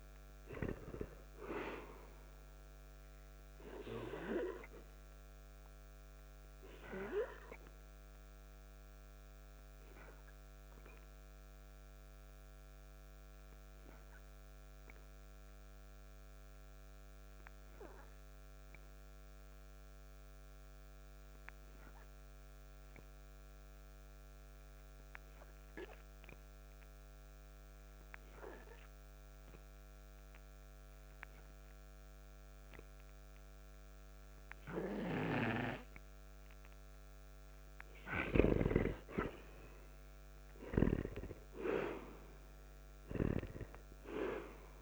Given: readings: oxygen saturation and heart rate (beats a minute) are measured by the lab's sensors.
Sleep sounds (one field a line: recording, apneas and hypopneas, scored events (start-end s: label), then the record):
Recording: breathing in sleep by a microphone on the trachea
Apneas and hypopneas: 1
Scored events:
0.00-33.00 s: oxygen desaturation (device-marked, oxygen 84% lowest, heart rate 54 extreme)
3.50-36.50 s: obstructive apnea (oxygen 97% before, 83% lowest, heart rate 56 before, 54 extreme, up 1 after)
39.00-42.50 s: arousal
39.00-44.82 s: oxygen desaturation (device-marked, oxygen 97% before, 83% lowest, heart rate 57 before, 55 extreme)
From the record:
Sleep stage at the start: N2 (light sleep)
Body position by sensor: on the back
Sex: male